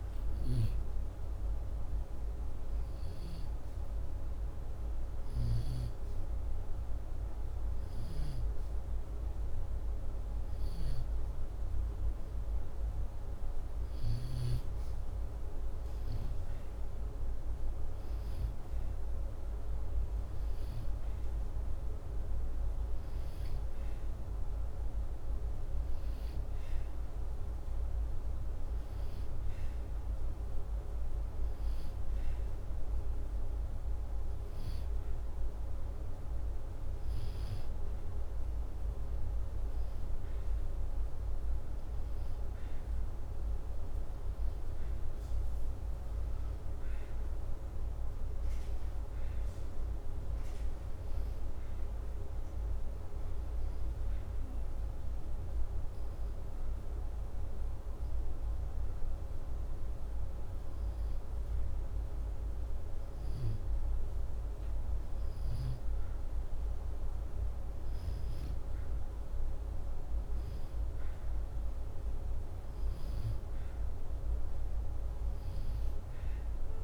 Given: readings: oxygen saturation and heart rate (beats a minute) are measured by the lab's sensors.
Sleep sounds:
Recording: breathing in sleep, hard to hear, by a room microphone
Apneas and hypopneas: none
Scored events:
none scored
From the record:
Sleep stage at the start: N2 (light sleep)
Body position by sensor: upright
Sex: male

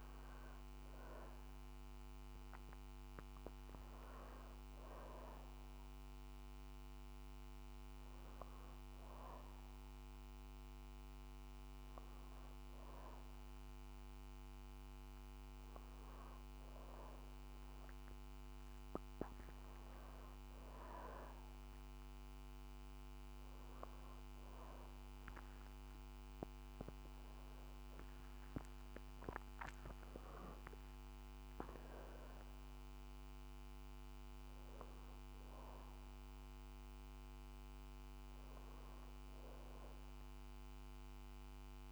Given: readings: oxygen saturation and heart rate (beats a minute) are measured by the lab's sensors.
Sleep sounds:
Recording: breathing in sleep by a microphone on the trachea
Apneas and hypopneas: none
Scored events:
29.00-34.00 s: arousal
From the record:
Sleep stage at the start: N2 (light sleep)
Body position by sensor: on the back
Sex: female

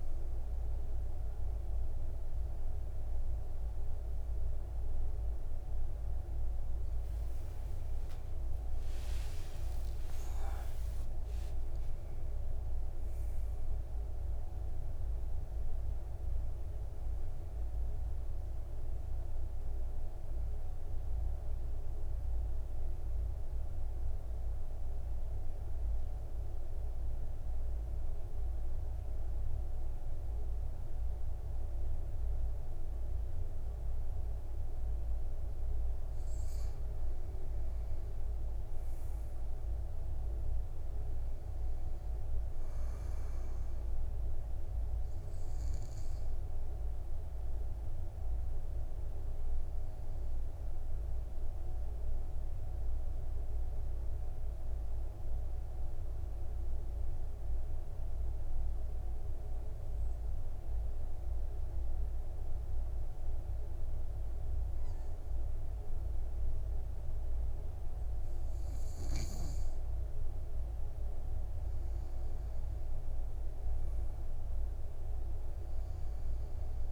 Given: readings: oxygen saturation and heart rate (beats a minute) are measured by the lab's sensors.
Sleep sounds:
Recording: breathing in sleep, hard to hear, by a room microphone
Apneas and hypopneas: 2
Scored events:
9.50-14.50 s: arousal
23.50-36.50 s: mixed apnea (oxygen 97% before, 92% lowest, heart rate 71 before, 53 extreme, up 8 after)
38.00-42.00 s: arousal
43.50-59.50 s: oxygen desaturation (device-marked, oxygen 98% before, 92% lowest, heart rate 59 before, 55 extreme)
54.00-70.00 s: obstructive apnea (oxygen 98% before, 91% lowest, heart rate 60 before, 55 extreme, up 9 after)
72.50-76.50 s: arousal
74.50-76.92 s: oxygen desaturation (device-marked, oxygen 98% before, 92% lowest, heart rate 60 before, 58 extreme)
From the record:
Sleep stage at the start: N2 (light sleep)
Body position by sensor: on the back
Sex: male

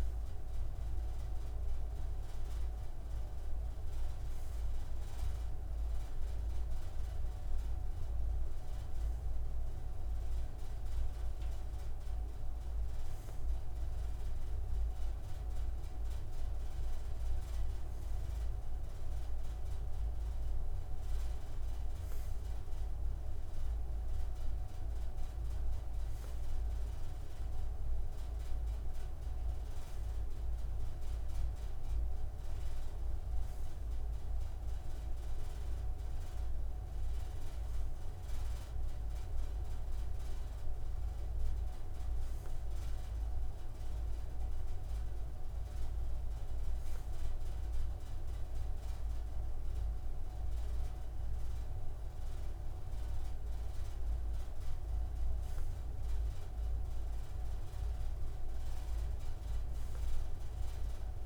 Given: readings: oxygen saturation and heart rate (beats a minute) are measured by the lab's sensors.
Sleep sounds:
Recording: breathing in sleep, hard to hear, by a room microphone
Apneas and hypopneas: none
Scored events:
none scored
From the record:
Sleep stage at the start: N2 (light sleep)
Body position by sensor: on the right side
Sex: male

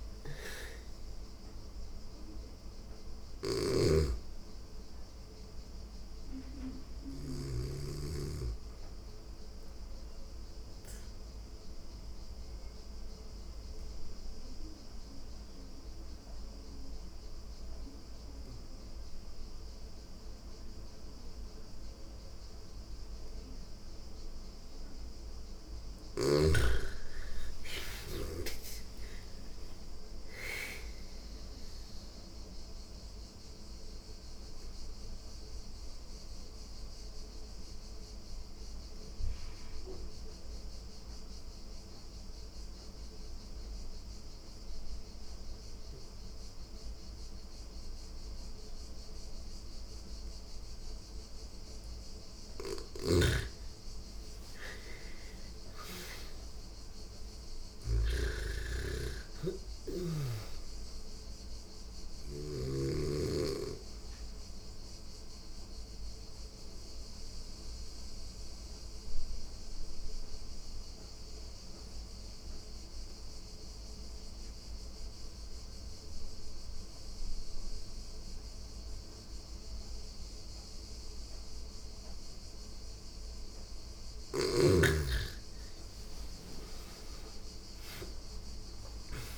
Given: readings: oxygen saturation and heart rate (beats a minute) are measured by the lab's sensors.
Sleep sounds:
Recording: breathing in sleep by a room microphone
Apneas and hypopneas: 3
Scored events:
0.00-2.00 s: arousal
1.00-15.00 s: oxygen desaturation (device-marked, oxygen 98% before, 89% lowest, heart rate 86 before, 83 extreme)
2.50-6.50 s: snoring (device-marked)
9.00-25.00 s: obstructive apnea (oxygen 98% before, 85% lowest, heart rate 90 before, 83 extreme, up 8 after)
26.00-28.50 s: arousal
28.00-47.00 s: oxygen desaturation (device-marked, oxygen 98% before, 86% lowest, heart rate 87 before, 83 extreme)
30.50-51.50 s: obstructive apnea (oxygen 98% before, 85% lowest, heart rate 86 before, 83 extreme, up 7 after)
49.00-75.00 s: oxygen desaturation (device-marked, oxygen 99% before, 85% lowest, heart rate 86 before, 84 extreme)
52.00-62.00 s: snoring (device-marked)
53.50-57.50 s: arousal
63.00-82.00 s: obstructive apnea (oxygen 99% before, 85% lowest, heart rate 87 before, 84 extreme, up 6 after)
83.50-89.38 s: snoring (device-marked)
85.00-89.00 s: arousal
85.00-89.38 s: oxygen desaturation (device-marked, oxygen 99% before, 85% lowest, heart rate 86 before, 83 extreme)
From the record:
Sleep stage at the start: N2 (light sleep)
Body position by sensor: on the back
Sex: female

